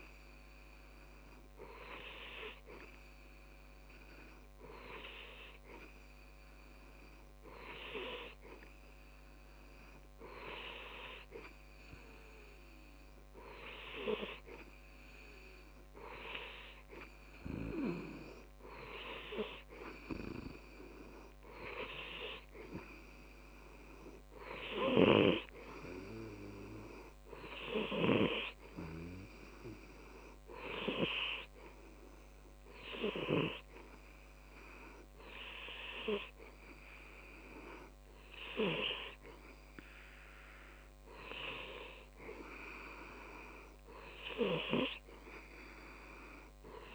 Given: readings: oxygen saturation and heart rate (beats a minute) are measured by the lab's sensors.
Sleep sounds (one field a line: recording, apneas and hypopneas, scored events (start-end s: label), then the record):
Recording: breathing in sleep by a microphone on the trachea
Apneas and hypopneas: none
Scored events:
6.00-8.00 s: long interval between heartbeats (device-marked, heart rate 108 before, 46 extreme)
10.00-12.00 s: long interval between heartbeats (device-marked, heart rate 83 before, 50 extreme)
24.00-26.00 s: long interval between heartbeats (device-marked, heart rate 37 before, 43 extreme)
29.00-31.00 s: long interval between heartbeats (device-marked, heart rate 38 before, 76 extreme)
30.00-34.00 s: tachycardia (device-marked, heart rate 80 before, 115 extreme)
31.00-33.00 s: long interval between heartbeats (device-marked, heart rate 41 before, 90 extreme)
33.50-35.50 s: long interval between heartbeats (device-marked, heart rate 46 before, 115 extreme)
36.50-38.50 s: long interval between heartbeats (device-marked, heart rate 55 before, 100 extreme)
39.50-41.50 s: long interval between heartbeats (device-marked, heart rate 67 before, 93 extreme)
40.00-42.00 s: tachycardia (device-marked, heart rate 79 before, 96 extreme)
43.50-45.50 s: long interval between heartbeats (device-marked, heart rate 83 before, 102 extreme)
From the record:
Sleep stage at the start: N2 (light sleep)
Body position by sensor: on the back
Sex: male